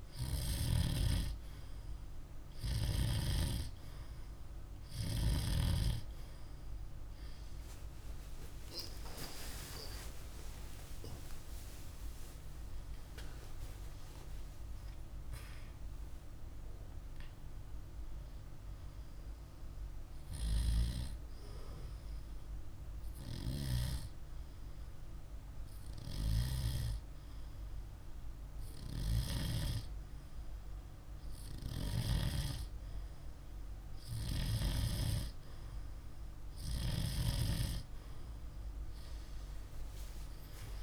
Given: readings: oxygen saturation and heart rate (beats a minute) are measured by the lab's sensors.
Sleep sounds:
breathing in sleep by a room microphone; 1
7.50-11.50 s: oxygen desaturation (device-marked, oxygen 99% before, 95% lowest, heart rate 48 before, 47 extreme)
8.50-14.50 s: arousal
17.50-23.50 s: oxygen desaturation (device-marked, oxygen 97% before, 92% lowest, heart rate 63 before, 47 extreme)
19.50-33.00 s: hypopnea (oxygen 99% before, 88% lowest, heart rate 65 before, 47 extreme, up 1 after)
34.50-38.50 s: arousal
From the record:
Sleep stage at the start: N2 (light sleep); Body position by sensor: on the back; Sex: male

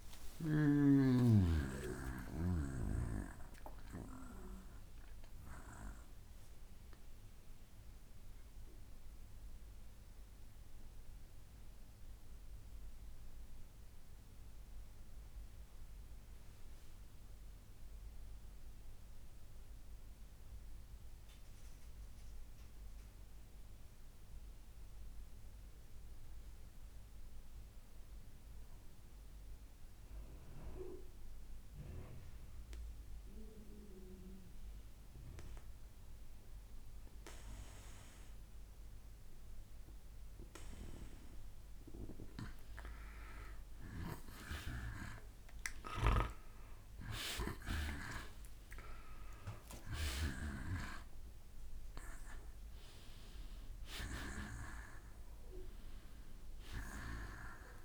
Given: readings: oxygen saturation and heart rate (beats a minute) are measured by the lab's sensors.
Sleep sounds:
breathing in sleep by a room microphone; 1
0.00-5.00 s: oxygen desaturation (device-marked, oxygen 88% lowest, heart rate 66 extreme)
4.50-39.00 s: mixed apnea (oxygen 95% before, 88% lowest, heart rate 86 before, 58 extreme, up 9 after)
28.00-35.00 s: bradycardia (device-marked, heart rate 72 before, 58 extreme)
33.00-57.85 s: oxygen desaturation (device-marked, oxygen 97% before, 88% lowest, heart rate 66 before, 63 extreme)
43.50-48.00 s: arousal
From the record:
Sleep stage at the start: N2 (light sleep); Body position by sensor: on the back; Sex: male

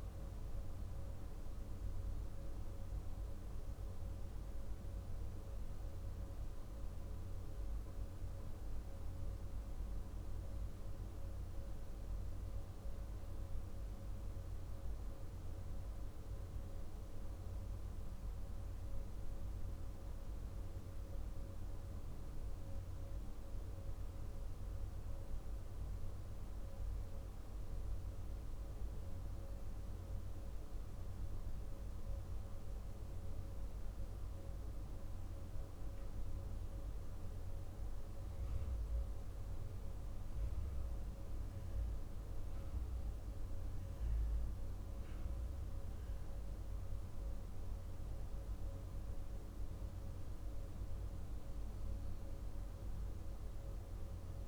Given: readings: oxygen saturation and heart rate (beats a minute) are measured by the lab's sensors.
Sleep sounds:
breathing in sleep, hard to hear, by a room microphone; none
none scored
From the record:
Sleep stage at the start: N1 (lightest sleep); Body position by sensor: on the back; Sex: male

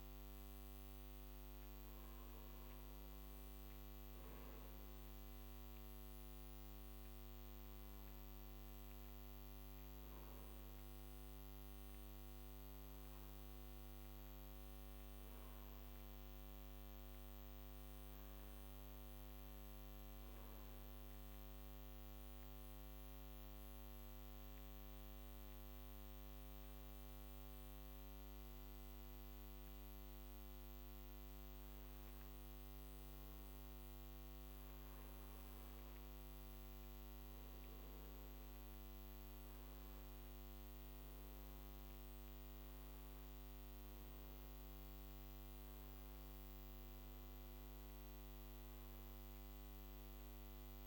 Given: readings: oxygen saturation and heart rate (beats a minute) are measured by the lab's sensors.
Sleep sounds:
breathing in sleep, hard to hear, by a microphone on the trachea; 1
11.00-15.50 s: arousal
20.50-33.00 s: obstructive apnea (oxygen 99% before, 95% lowest, heart rate 58 before, 56 extreme, up 6 after)
36.50-41.00 s: arousal
38.00-50.87 s: oxygen desaturation (device-marked, oxygen 98% before, 95% lowest, heart rate 58 before, 58 extreme)
From the record:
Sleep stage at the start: N1 (lightest sleep); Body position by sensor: on the back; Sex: male

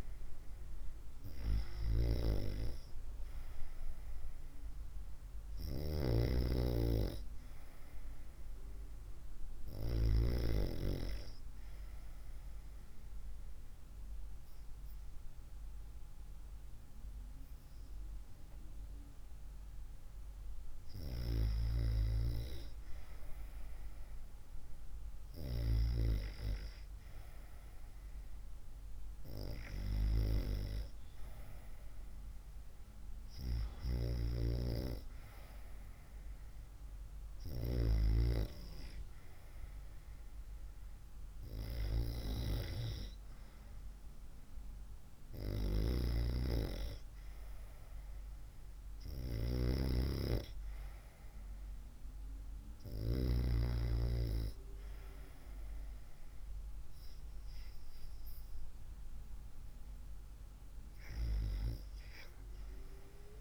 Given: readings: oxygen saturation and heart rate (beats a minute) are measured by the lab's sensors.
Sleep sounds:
breathing in sleep by a room microphone; 1
10.50-23.00 s: hypopnea (oxygen 95% before, 93% lowest, heart rate 65 before, 59 extreme, up 2 after)
25.50-29.50 s: arousal
From the record:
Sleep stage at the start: REM sleep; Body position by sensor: on the right side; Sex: female

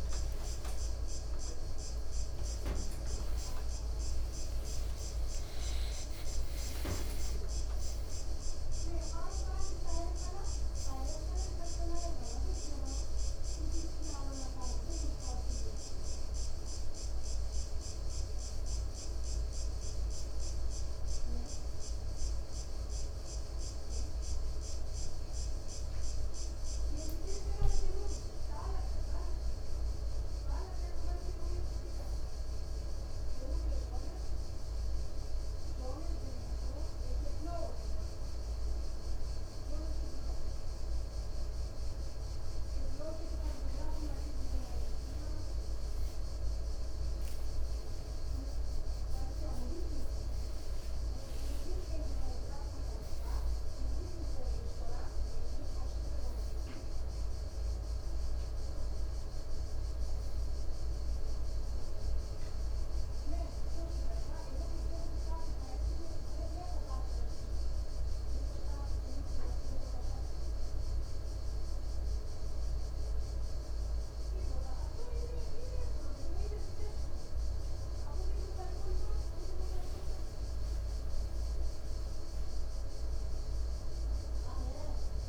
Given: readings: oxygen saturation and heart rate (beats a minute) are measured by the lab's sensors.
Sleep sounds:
breathing in sleep by a room microphone; 2
24.50-29.00 s: arousal
32.00-42.00 s: hypopnea (oxygen 99% before, 95% lowest, heart rate 61 before, 64 extreme, up 5 after)
46.00-60.00 s: oxygen desaturation (device-marked, oxygen 99% before, 95% lowest, heart rate 63 before, 61 extreme)
47.00-52.00 s: arousal
66.00-76.00 s: hypopnea (oxygen 99% before, 95% lowest, heart rate 67 before, 61 extreme, up 4 after)
77.50-81.50 s: arousal
From the record:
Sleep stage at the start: N1 (lightest sleep); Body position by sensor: on the right side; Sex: male

